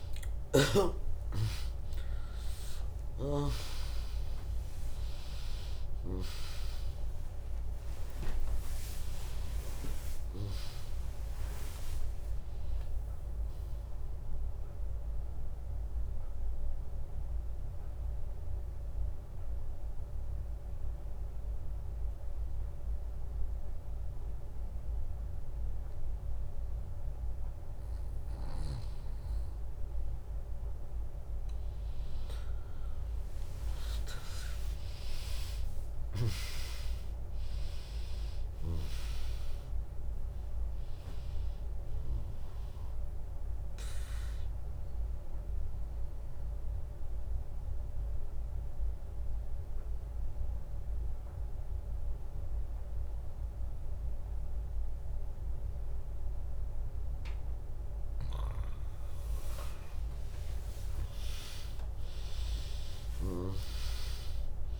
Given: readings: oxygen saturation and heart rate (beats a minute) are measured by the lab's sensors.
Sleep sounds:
breathing in sleep by a room microphone; 2
0.00-1.00 s: arousal
0.00-14.00 s: drop in pulse transit time (device-marked, heart rate 65 before, 60 extreme)
0.00-22.00 s: oxygen desaturation (device-marked, oxygen 95% lowest, heart rate 58 extreme)
1.50-3.50 s: long interval between heartbeats (device-marked, heart rate 65 before, 69 extreme)
4.00-10.00 s: tachycardia (device-marked, heart rate 73 before, 110 extreme)
7.50-9.50 s: long interval between heartbeats (device-marked, heart rate 68 before, 105 extreme)
14.50-30.00 s: mixed apnea (oxygen 100% before, 95% lowest, heart rate 82 before, 58 extreme, up 9 after)
27.00-30.00 s: bradycardia (device-marked, heart rate 73 before, 60 extreme)
33.50-38.50 s: arousal
39.00-52.00 s: drop in pulse transit time (device-marked, heart rate 68 before, 77 extreme)
39.00-53.00 s: oxygen desaturation (device-marked, oxygen 100% before, 96% lowest, heart rate 68 before, 60 extreme)
45.00-57.00 s: obstructive apnea (oxygen 100% before, 96% lowest, heart rate 69 before, 60 extreme)
59.50-64.00 s: arousal
From the record:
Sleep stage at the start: N2 (light sleep); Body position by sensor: on the back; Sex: female

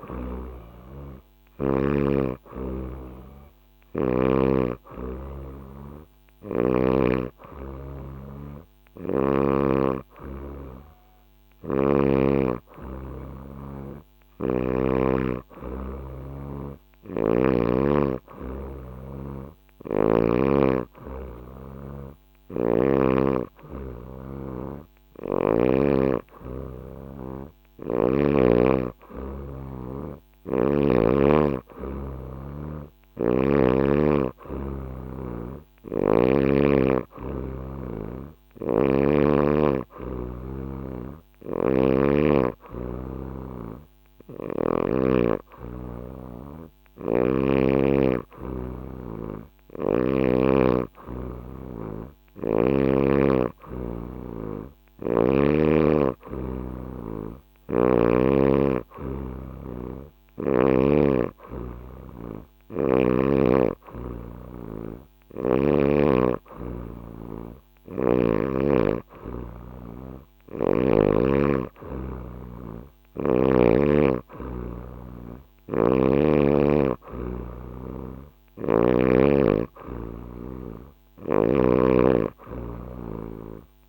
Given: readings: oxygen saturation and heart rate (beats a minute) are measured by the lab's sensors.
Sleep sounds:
breathing in sleep by a microphone on the trachea; none
13.50-17.00 s: snoring (device-marked)
21.50-25.00 s: snoring (device-marked)
29.50-33.00 s: snoring (device-marked)
35.00-41.50 s: snoring (device-marked)
46.00-49.50 s: snoring (device-marked)
54.00-57.50 s: snoring (device-marked)
67.00-70.50 s: snoring (device-marked)
75.00-78.50 s: snoring (device-marked)
80.50-83.89 s: snoring (device-marked)
From the record:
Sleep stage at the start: N2 (light sleep); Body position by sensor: on the back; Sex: female

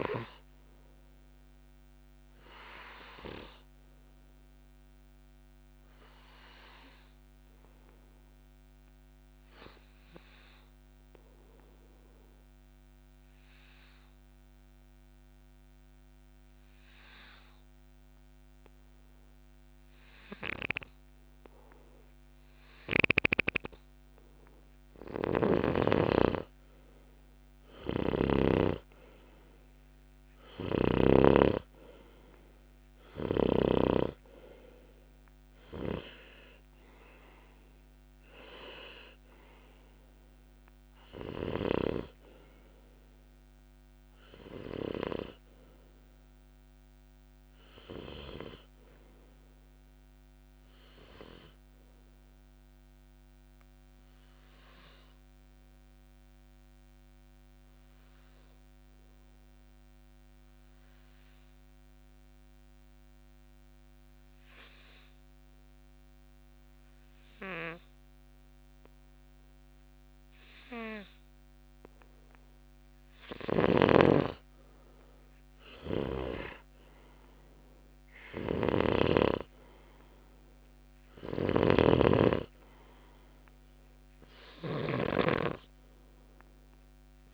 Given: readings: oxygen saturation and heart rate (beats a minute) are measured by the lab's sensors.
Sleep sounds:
breathing in sleep by a microphone on the trachea; 2
0.00-16.50 s: oxygen desaturation (device-marked, oxygen 89% lowest, heart rate 61 extreme)
4.50-23.50 s: obstructive apnea (oxygen 96% before, 89% lowest, heart rate 63 before, 61 extreme, up 0 after)
26.00-30.00 s: arousal
30.50-34.00 s: snoring (device-marked)
49.00-69.00 s: obstructive apnea (oxygen 95% before, 89% lowest, heart rate 65 before, 60 extreme, up 1 after)
50.50-62.50 s: oxygen desaturation (device-marked, oxygen 92% before, 89% lowest, heart rate 66 before, 60 extreme)
71.50-75.50 s: arousal
78.50-82.00 s: snoring (device-marked)
82.50-87.34 s: oxygen desaturation (device-marked, oxygen 95% before, 89% lowest, heart rate 61 before, 61 extreme)
From the record:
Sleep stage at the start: N2 (light sleep); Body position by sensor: on the back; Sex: male

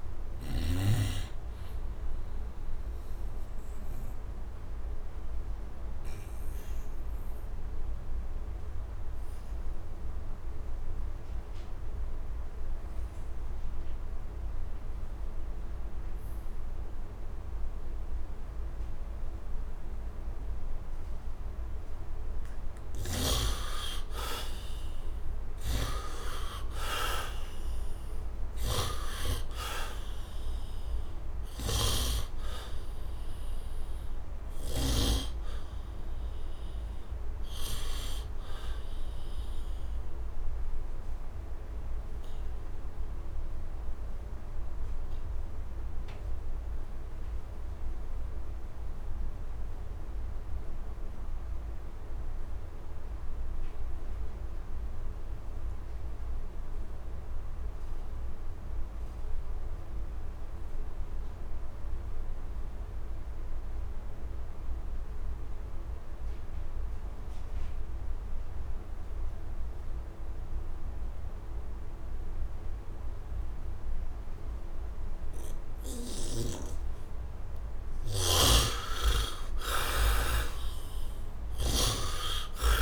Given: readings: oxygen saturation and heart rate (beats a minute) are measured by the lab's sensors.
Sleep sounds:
breathing in sleep by a room microphone; 2
0.00-2.00 s: oxygen desaturation (device-marked, oxygen 61% lowest, heart rate 73 extreme)
5.00-21.00 s: obstructive apnea (oxygen 100% before, 70% lowest, heart rate 76 before, 73 extreme, up 12 after)
17.00-47.00 s: oxygen desaturation (device-marked, oxygen 98% before, 70% lowest, heart rate 75 before, 71 extreme)
22.50-27.00 s: arousal
22.50-34.50 s: snoring (device-marked)
37.50-76.50 s: obstructive apnea (oxygen 98% before, 64% lowest, heart rate 82 before, 71 extreme, up 26 after)
60.00-82.82 s: oxygen desaturation (device-marked, oxygen 99% before, 64% lowest, heart rate 73 before, 74 extreme)
78.00-81.50 s: snoring (device-marked)
78.00-82.50 s: arousal
From the record:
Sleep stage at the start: N2 (light sleep); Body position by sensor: on the back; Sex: male

